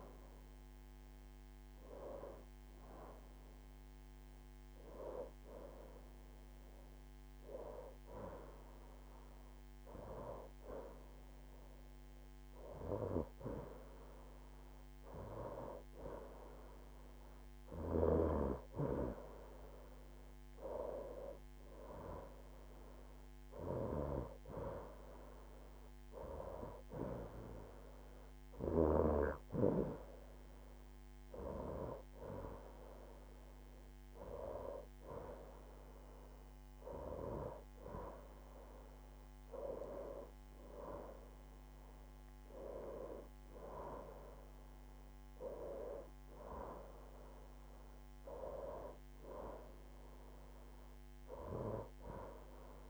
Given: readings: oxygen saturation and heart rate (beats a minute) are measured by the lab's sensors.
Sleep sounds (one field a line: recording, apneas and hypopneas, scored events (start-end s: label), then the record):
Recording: breathing in sleep by a microphone on the trachea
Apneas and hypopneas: none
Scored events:
none scored
From the record:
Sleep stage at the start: N2 (light sleep)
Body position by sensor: on the right side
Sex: female